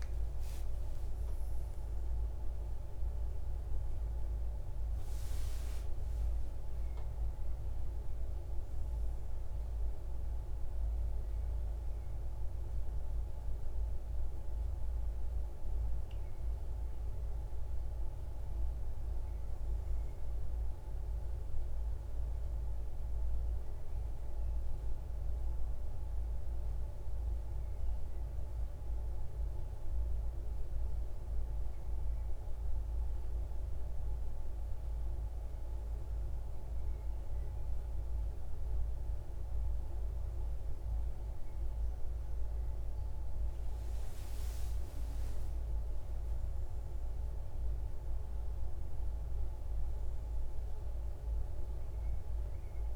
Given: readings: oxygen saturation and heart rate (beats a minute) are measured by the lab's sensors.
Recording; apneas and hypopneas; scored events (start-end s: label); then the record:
breathing in sleep, hard to hear, by a room microphone; 1
25.50-35.50 s: central apnea (oxygen 98% before, 96% lowest, heart rate 104 before, 74 extreme, up 43 after)
37.50-40.50 s: arousal
From the record:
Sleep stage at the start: N1 (lightest sleep); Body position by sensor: on the right side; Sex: male